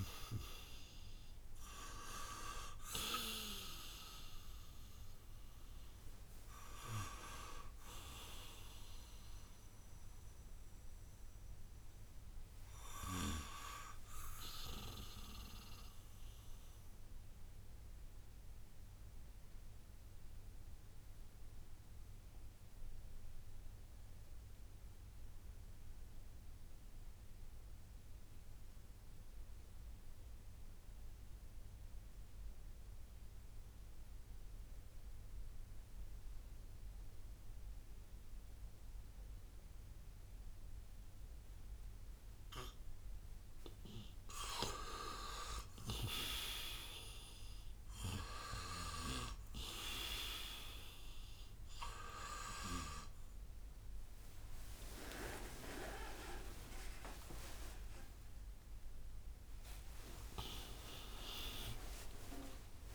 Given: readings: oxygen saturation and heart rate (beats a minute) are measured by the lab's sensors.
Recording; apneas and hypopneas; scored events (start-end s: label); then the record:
a person partly awake in a sleep study, by a room microphone; 1
0.00-24.50 s: oxygen desaturation (device-marked, oxygen 87% lowest, heart rate 60 extreme)
17.50-44.50 s: mixed apnea (oxygen 95% before, 89% lowest, heart rate 69 before, 60 extreme, up 5 after)
42.50-62.95 s: oxygen desaturation (device-marked, oxygen 98% before, 89% lowest, heart rate 62 before, 64 extreme)
46.50-62.95 s: new sleep stage, awake
48.50-55.00 s: snoring (device-marked)
From the record:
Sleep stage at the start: N2 (light sleep); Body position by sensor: on the right side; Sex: male